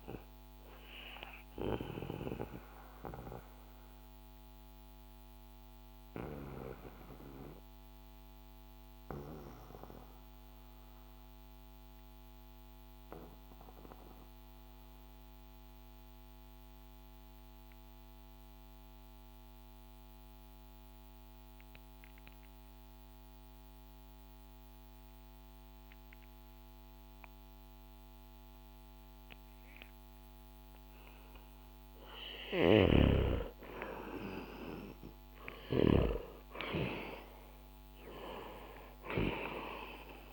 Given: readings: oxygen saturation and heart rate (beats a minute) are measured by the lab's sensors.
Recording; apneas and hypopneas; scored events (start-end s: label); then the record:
breathing in sleep by a microphone on the trachea; 1
0.00-18.50 s: oxygen desaturation (device-marked, oxygen 86% lowest, heart rate 58 extreme)
3.00-30.50 s: mixed apnea (oxygen 97% before, 86% lowest, heart rate 66 before, 58 extreme, up 7 after)
32.50-36.00 s: arousal
35.50-40.33 s: new sleep stage, REM sleep
38.50-40.33 s: oxygen desaturation (device-marked, oxygen 97% before, 89% lowest, heart rate 64 before, 58 extreme)
From the record:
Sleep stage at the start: N2 (light sleep); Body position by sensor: on the back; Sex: male